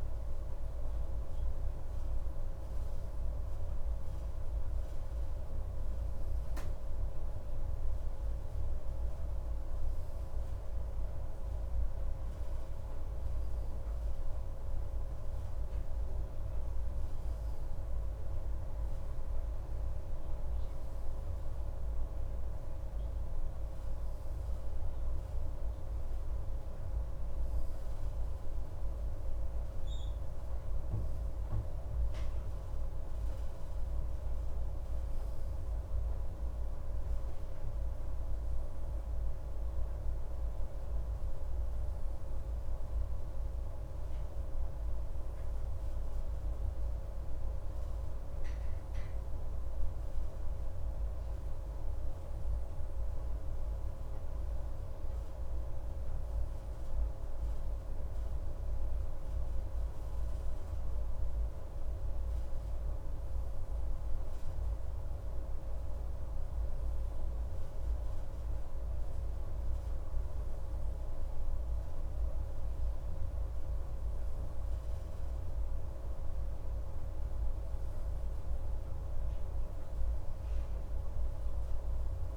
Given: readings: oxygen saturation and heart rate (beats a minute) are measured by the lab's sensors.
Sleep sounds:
a person awake in a sleep study, hard to hear, by a room microphone; none
none scored
From the record:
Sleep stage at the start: awake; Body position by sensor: on the left side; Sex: male

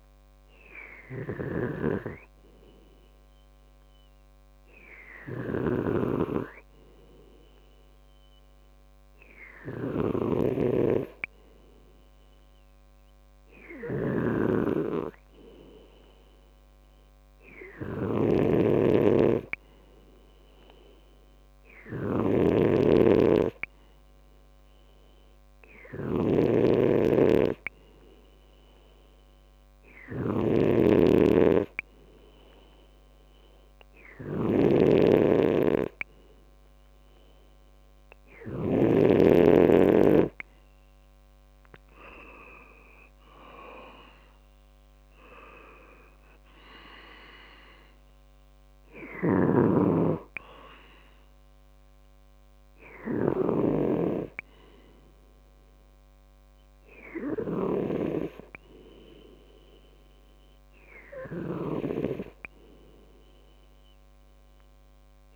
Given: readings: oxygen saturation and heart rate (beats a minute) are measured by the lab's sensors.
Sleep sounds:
breathing in sleep by a microphone on the trachea; 1
10.50-13.50 s: arousal
17.50-37.50 s: hypopnea (oxygen 99% before, 93% lowest, heart rate 64 before, 63 extreme, up 6 after)
18.00-39.00 s: snoring (device-marked)
24.50-36.50 s: oxygen desaturation (device-marked, oxygen 98% before, 94% lowest, heart rate 64 before, 63 extreme)
42.00-46.00 s: arousal
From the record:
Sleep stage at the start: N2 (light sleep); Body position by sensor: on the back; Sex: male

